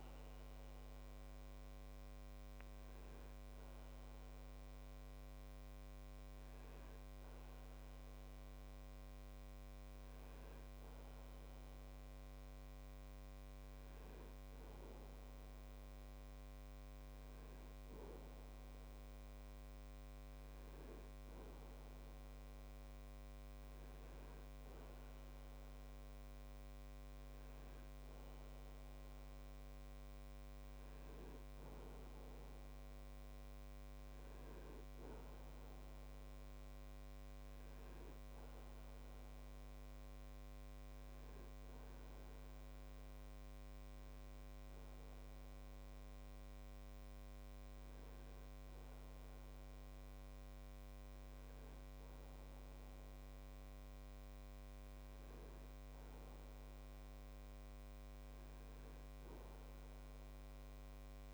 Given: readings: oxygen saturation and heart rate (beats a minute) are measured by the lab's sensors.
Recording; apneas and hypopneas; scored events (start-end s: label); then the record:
breathing in sleep, hard to hear, by a microphone on the trachea; none
none scored
From the record:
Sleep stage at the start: N2 (light sleep); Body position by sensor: on the back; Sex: male